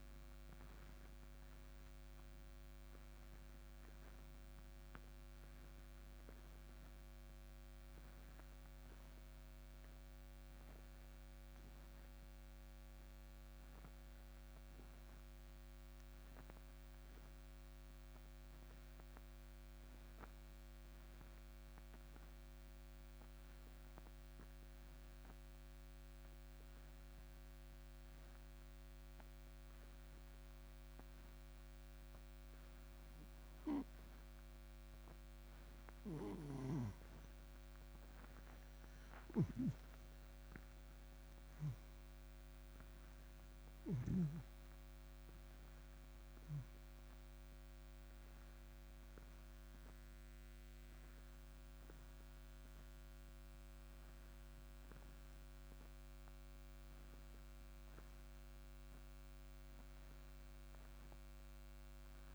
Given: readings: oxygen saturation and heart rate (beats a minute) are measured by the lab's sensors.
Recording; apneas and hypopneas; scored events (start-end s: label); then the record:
breathing in sleep, hard to hear, by a microphone on the trachea; 1
0.00-2.00 s: arousal
11.50-35.00 s: obstructive apnea (oxygen 96% before, 89% lowest)
24.50-34.50 s: oxygen desaturation (device-marked, oxygen 96% before, 93% lowest)
38.50-43.00 s: arousal
55.50-62.35 s: oxygen desaturation (device-marked, oxygen 97% before, 89% lowest)
From the record:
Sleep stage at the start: N2 (light sleep); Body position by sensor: on the right side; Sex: male